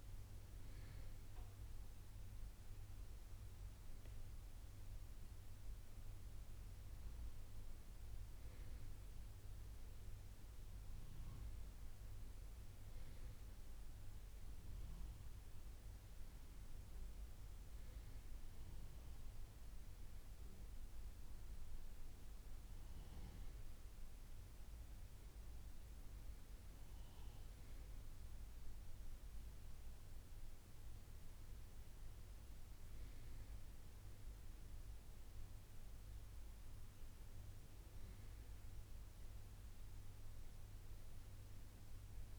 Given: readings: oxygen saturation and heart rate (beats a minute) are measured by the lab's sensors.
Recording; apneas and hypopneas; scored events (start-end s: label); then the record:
breathing in sleep, hard to hear, by a room microphone; none
none scored
From the record:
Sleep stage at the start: N2 (light sleep); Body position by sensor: on the right side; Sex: male